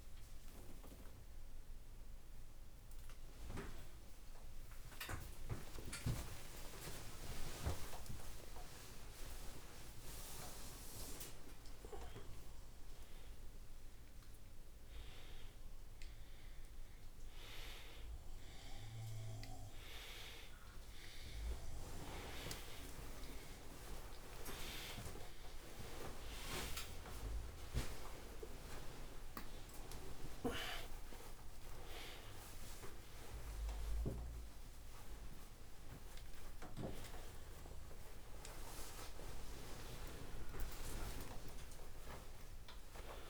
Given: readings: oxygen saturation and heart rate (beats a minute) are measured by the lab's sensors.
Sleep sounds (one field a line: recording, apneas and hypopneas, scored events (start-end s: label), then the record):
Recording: a person awake in a sleep study, by a room microphone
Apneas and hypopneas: none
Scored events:
none scored
From the record:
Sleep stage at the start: awake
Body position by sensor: on the back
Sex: male